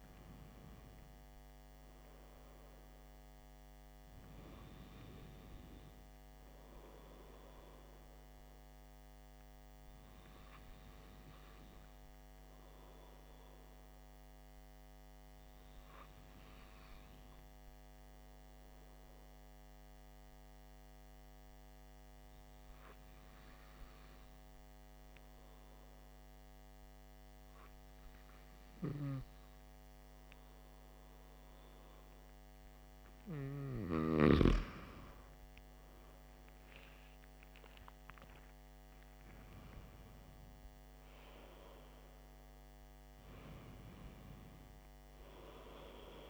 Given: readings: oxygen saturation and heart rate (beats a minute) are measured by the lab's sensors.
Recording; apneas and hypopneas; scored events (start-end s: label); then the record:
breathing in sleep by a microphone on the trachea; 1
8.50-33.00 s: hypopnea (oxygen 96% before, 94% lowest, heart rate 60 before, 48 extreme, up 21 after)
36.00-40.50 s: arousal
From the record:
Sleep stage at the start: N2 (light sleep); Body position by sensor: on the back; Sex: male